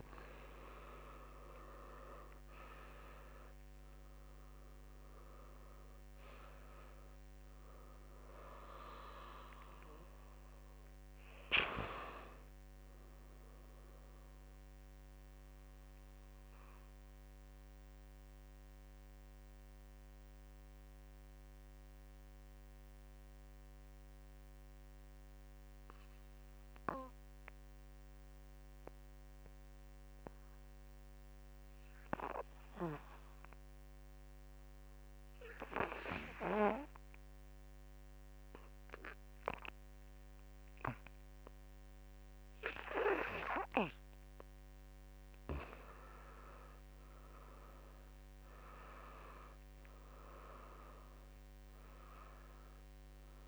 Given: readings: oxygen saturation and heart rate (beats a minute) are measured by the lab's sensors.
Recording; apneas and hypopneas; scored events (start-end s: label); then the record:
breathing in sleep by a microphone on the trachea; 1
0.00-1.00 s: arousal
0.00-22.00 s: oxygen desaturation (device-marked, oxygen 83% lowest, heart rate 44 extreme)
2.00-16.00 s: drop in pulse transit time (device-marked, heart rate 53 before, 58 extreme)
14.50-43.50 s: mixed apnea (oxygen 96% before, 84% lowest, heart rate 62 before, 44 extreme, up 16 after)
34.00-53.48 s: oxygen desaturation (device-marked, oxygen 100% before, 85% lowest, heart rate 50 before, 48 extreme)
45.50-48.50 s: arousal
50.00-53.48 s: drop in pulse transit time (device-marked, heart rate 55 before, 53 extreme)
From the record:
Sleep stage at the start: N2 (light sleep); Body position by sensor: on the back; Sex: male